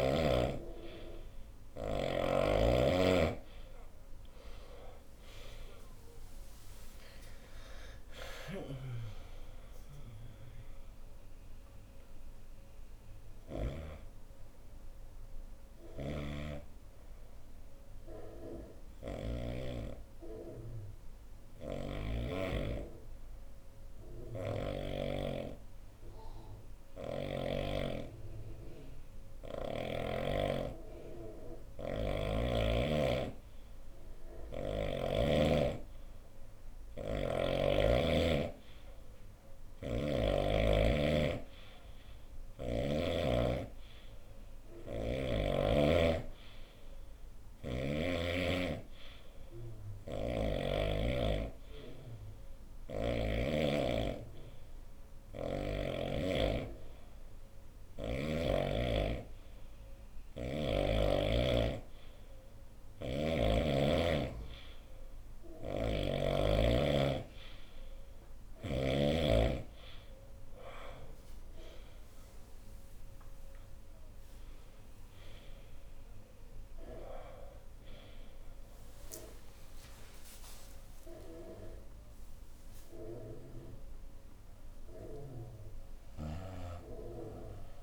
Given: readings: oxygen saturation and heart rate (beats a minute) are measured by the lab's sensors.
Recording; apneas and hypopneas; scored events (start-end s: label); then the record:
breathing in sleep by a room microphone; 1
0.00-12.50 s: oxygen desaturation (device-marked, oxygen 89% lowest, heart rate 63 extreme)
4.00-9.50 s: arousal
15.00-19.00 s: snoring (device-marked)
18.00-30.00 s: obstructive apnea (oxygen 93% before, 90% lowest, heart rate 77 before, 63 extreme, up 4 after)
21.00-24.50 s: snoring (device-marked)
33.00-36.50 s: arousal
39.00-42.50 s: snoring (device-marked)
39.50-54.50 s: oxygen desaturation (device-marked, oxygen 99% before, 92% lowest, heart rate 66 before, 69 extreme)
52.00-55.50 s: snoring (device-marked)
65.00-68.50 s: snoring (device-marked)
77.50-81.50 s: arousal
85.50-87.83 s: snoring (device-marked)
From the record:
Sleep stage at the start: N2 (light sleep); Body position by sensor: on the right side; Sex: female